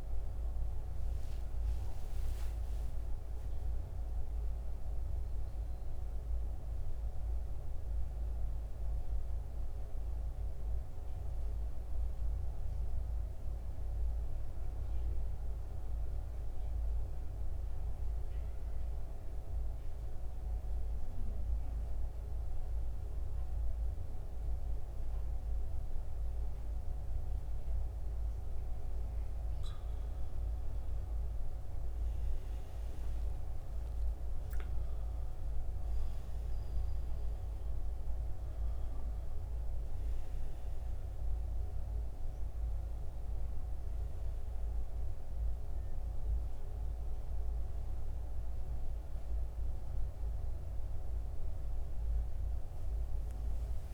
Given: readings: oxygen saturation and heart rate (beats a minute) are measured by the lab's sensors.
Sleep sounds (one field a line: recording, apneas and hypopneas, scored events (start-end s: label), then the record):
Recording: breathing in sleep, hard to hear, by a room microphone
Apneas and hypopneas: 1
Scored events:
0.00-16.50 s: oxygen desaturation (device-marked, oxygen 90% lowest, heart rate 64 extreme)
13.50-29.50 s: mixed apnea (oxygen 95% before, 88% lowest, heart rate 76 before, 64 extreme, up 18 after)
31.00-36.00 s: arousal
35.50-53.94 s: oxygen desaturation (device-marked, oxygen 94% before, 88% lowest, heart rate 69 before, 64 extreme)
From the record:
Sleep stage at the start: N2 (light sleep)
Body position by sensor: on the back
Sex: male